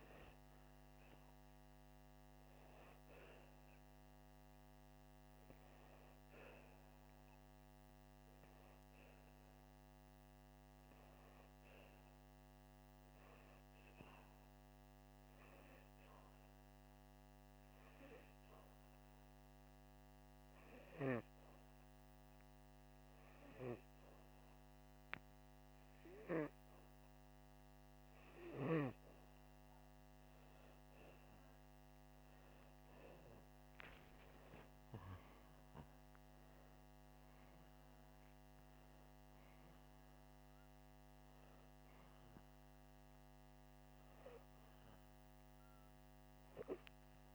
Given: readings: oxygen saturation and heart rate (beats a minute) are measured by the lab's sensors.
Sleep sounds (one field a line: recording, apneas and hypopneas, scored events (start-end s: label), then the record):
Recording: breathing in sleep by a microphone on the trachea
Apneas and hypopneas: 1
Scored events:
5.50-16.00 s: hypopnea (oxygen 96% before, 93% lowest, heart rate 85 before, 79 extreme, up 4 after)
34.50-38.00 s: arousal
From the record:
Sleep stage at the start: N2 (light sleep)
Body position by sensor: upright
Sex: male